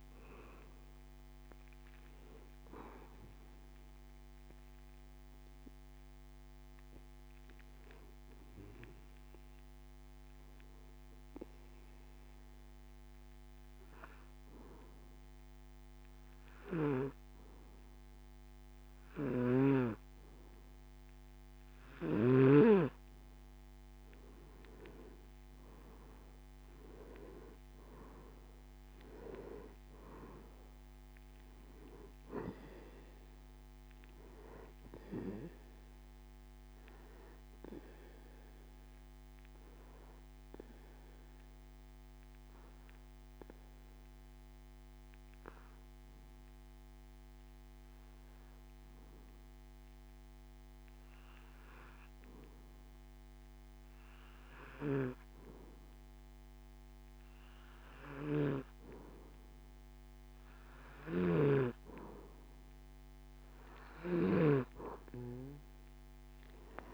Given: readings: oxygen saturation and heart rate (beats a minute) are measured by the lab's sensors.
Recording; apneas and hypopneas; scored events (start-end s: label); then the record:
breathing in sleep by a microphone on the trachea; 2
11.00-23.00 s: obstructive apnea (oxygen 93% before, 91% lowest)
16.50-20.00 s: snoring (device-marked)
26.50-30.50 s: arousal
33.50-52.50 s: oxygen desaturation (device-marked, oxygen 96% before, 91% lowest)
40.00-62.00 s: obstructive apnea (oxygen 97% before, 91% lowest)
61.00-64.50 s: snoring (device-marked)
64.50-66.93 s: arousal
65.50-66.93 s: oxygen desaturation (device-marked, oxygen 97% before, 93% lowest)
From the record:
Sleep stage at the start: N2 (light sleep); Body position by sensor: on the back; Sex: male